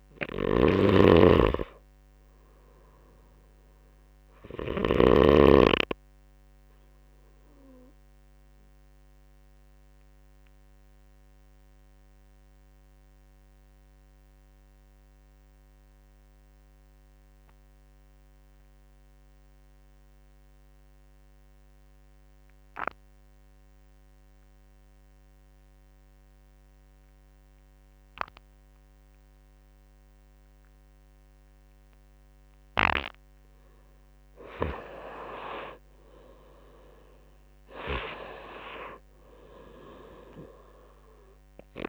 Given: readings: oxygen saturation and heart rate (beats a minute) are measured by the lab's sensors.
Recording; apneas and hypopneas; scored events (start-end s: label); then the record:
breathing in sleep by a microphone on the trachea; 1
0.00-4.00 s: snoring (device-marked)
6.00-32.00 s: obstructive apnea (oxygen 99% before, 85% lowest)
33.50-36.50 s: arousal
35.50-41.89 s: oxygen desaturation (device-marked, oxygen 96% before, 86% lowest)
From the record:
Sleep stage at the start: N2 (light sleep); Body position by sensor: on the right side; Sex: male